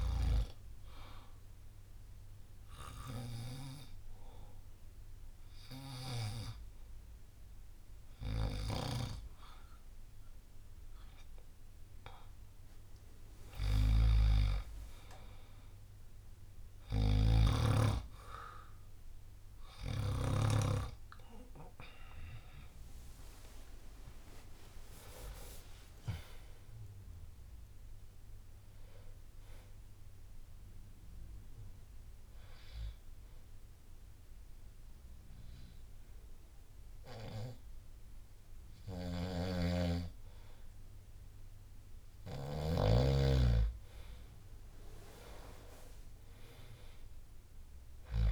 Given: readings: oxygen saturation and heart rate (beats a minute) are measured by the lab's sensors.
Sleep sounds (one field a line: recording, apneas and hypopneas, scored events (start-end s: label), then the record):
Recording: breathing in sleep by a room microphone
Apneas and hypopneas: 2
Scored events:
1.50-11.50 s: hypopnea (oxygen 96% before, 94% lowest, heart rate 68 before, 62 extreme, up 12 after)
10.00-16.00 s: drop in pulse transit time (device-marked, heart rate 65 before, 65 extreme)
16.50-20.00 s: snoring (device-marked)
21.00-25.00 s: arousal
23.00-34.00 s: drop in pulse transit time (device-marked, heart rate 67 before, 63 extreme)
30.50-41.00 s: hypopnea (oxygen 96% before, 94% lowest, heart rate 73 before, 62 extreme, up 4 after)
38.50-42.50 s: snoring (device-marked)
43.50-47.00 s: arousal
From the record:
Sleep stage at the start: N2 (light sleep)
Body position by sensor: on the back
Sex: male